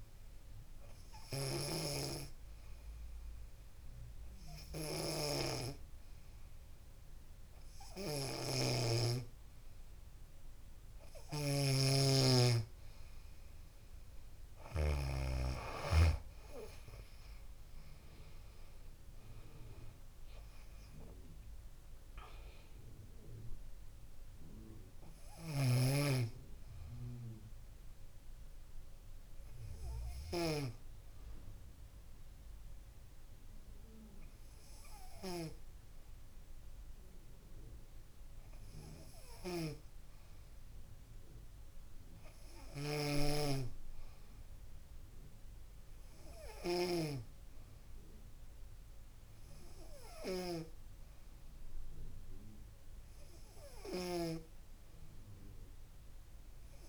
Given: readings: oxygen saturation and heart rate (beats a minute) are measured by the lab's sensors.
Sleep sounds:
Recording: a person partly awake in a sleep study, by a room microphone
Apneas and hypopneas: none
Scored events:
11.50-16.00 s: snoring (device-marked)
13.50-15.50 s: long interval between heartbeats (device-marked, heart rate 71 before, 79 extreme)
19.50-56.89 s: new sleep stage, N2 (light sleep)
From the record:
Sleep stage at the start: awake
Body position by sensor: on the back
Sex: female

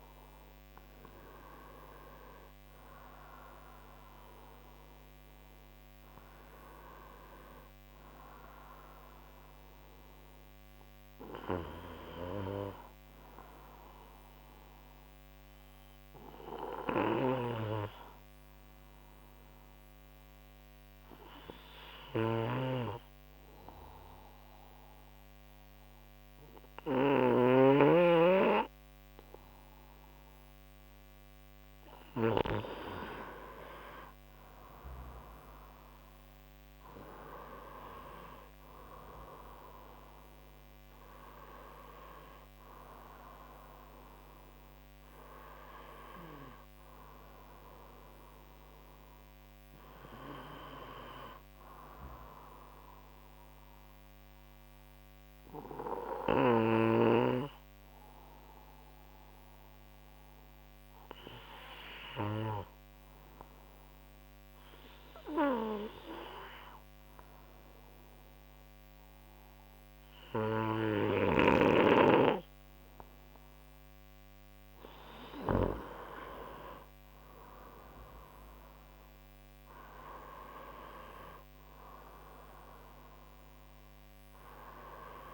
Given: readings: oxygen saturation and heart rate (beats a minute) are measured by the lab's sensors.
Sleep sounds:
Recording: a person partly awake in a sleep study, by a microphone on the trachea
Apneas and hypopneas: 2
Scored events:
0.00-4.00 s: oxygen desaturation (device-marked, oxygen 92% lowest, heart rate 64 extreme)
9.00-85.34 s: new sleep stage, N1 (lightest sleep)
15.50-34.00 s: obstructive apnea (oxygen 96% before, 92% lowest, heart rate 78 before, 62 extreme, up 23 after)
22.50-28.00 s: snoring (device-marked)
33.00-61.00 s: oxygen desaturation (device-marked, oxygen 96% before, 92% lowest, heart rate 66 before, 62 extreme)
37.50-43.00 s: arousal
54.50-75.50 s: hypopnea (oxygen 96% before, 92% lowest, heart rate 78 before, 63 extreme, up 3 after)
78.00-83.00 s: arousal
82.00-85.34 s: oxygen desaturation (device-marked, oxygen 96% before, 92% lowest, heart rate 68 before, 55 extreme)
From the record:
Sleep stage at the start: awake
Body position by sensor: on the right side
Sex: male

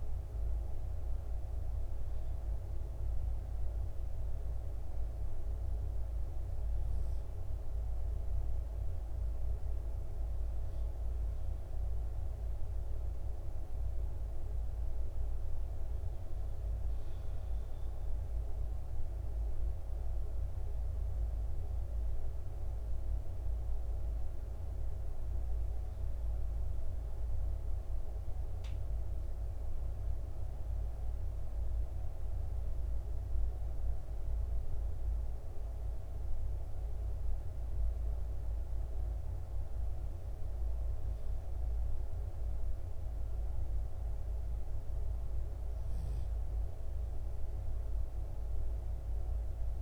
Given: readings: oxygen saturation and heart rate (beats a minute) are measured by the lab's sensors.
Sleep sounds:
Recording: breathing in sleep, hard to hear, by a room microphone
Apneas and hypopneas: none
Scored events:
none scored
From the record:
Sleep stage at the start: N2 (light sleep)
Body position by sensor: on the back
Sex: male

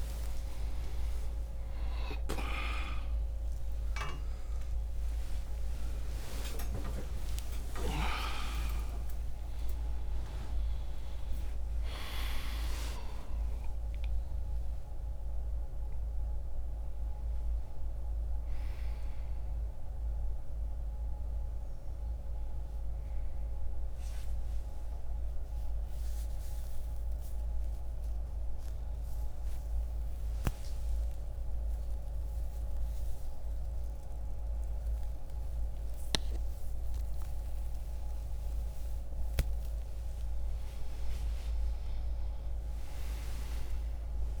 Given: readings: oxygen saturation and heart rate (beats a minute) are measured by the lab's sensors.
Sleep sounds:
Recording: a person awake in a sleep study, by a room microphone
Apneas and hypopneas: none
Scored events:
0.00-17.00 s: oxygen desaturation (device-marked, oxygen 90% lowest, heart rate 82 extreme)
From the record:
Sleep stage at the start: awake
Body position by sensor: on the back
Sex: male

